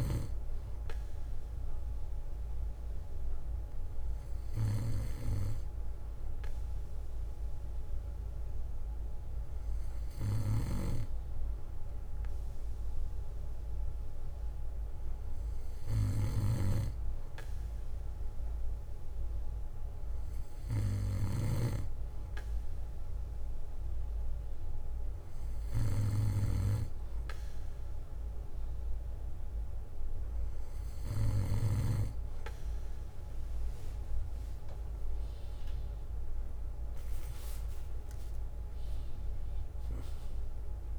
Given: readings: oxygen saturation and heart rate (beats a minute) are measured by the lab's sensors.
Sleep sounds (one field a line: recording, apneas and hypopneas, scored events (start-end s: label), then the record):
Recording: breathing in sleep by a room microphone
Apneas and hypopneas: none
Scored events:
0.00-1.50 s: bradycardia (device-marked, heart rate 56 extreme)
3.50-7.50 s: bradycardia (device-marked, heart rate 61 before, 58 extreme)
14.50-16.50 s: bradycardia (device-marked, heart rate 60 before, 60 extreme)
38.00-40.99 s: arousal
From the record:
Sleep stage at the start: N2 (light sleep)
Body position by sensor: on the back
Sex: male